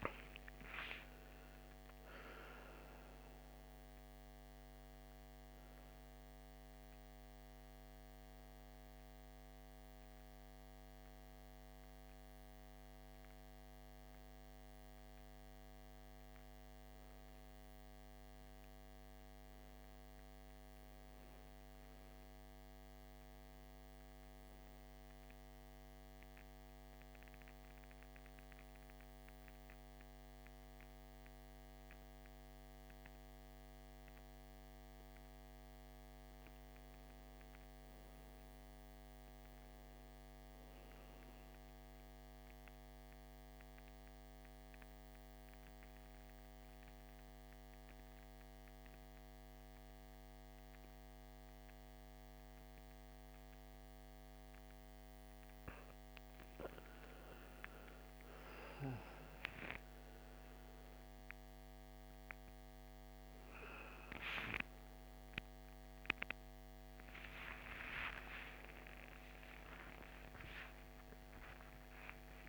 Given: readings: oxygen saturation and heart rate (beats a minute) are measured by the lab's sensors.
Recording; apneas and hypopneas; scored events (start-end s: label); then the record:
a person partly awake in a sleep study, by a microphone on the trachea; 2
0.00-17.00 s: oxygen desaturation (device-marked, oxygen 83% lowest, heart rate 54 extreme)
24.00-54.00 s: new sleep stage, N2 (light sleep)
25.50-35.50 s: central apnea (oxygen 99% before, 86% lowest, heart rate 61 before, 54 extreme, up 3 after)
37.00-39.50 s: arousal
42.00-54.50 s: obstructive apnea (oxygen 99% before, 86% lowest, heart rate 56 before, 58 extreme, up 14 after)
43.00-72.49 s: oxygen desaturation (device-marked, oxygen 98% before, 86% lowest, heart rate 56 before, 54 extreme)
54.00-72.49 s: new sleep stage, awake
From the record:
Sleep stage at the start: N1 (lightest sleep); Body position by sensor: on the back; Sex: male